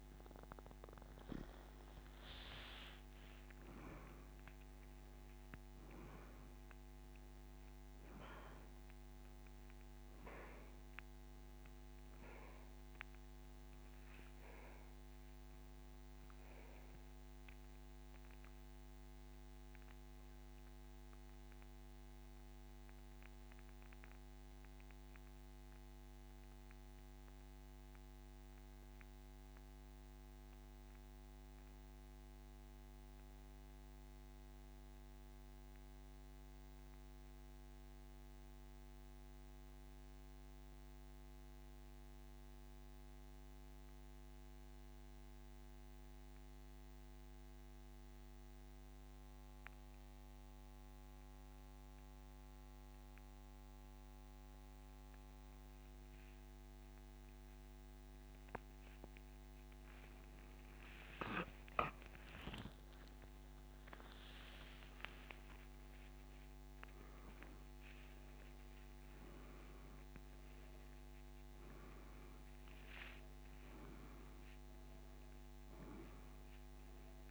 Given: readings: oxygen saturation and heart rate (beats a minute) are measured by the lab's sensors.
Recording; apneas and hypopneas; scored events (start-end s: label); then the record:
breathing in sleep by a microphone on the trachea; 1
0.00-3.00 s: arousal
1.50-48.50 s: oxygen desaturation (device-marked, oxygen 98% before, 86% lowest)
19.50-58.00 s: central apnea (oxygen 98% before, 83% lowest)
61.50-66.50 s: arousal
From the record:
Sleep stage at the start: N2 (light sleep); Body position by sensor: on the back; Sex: male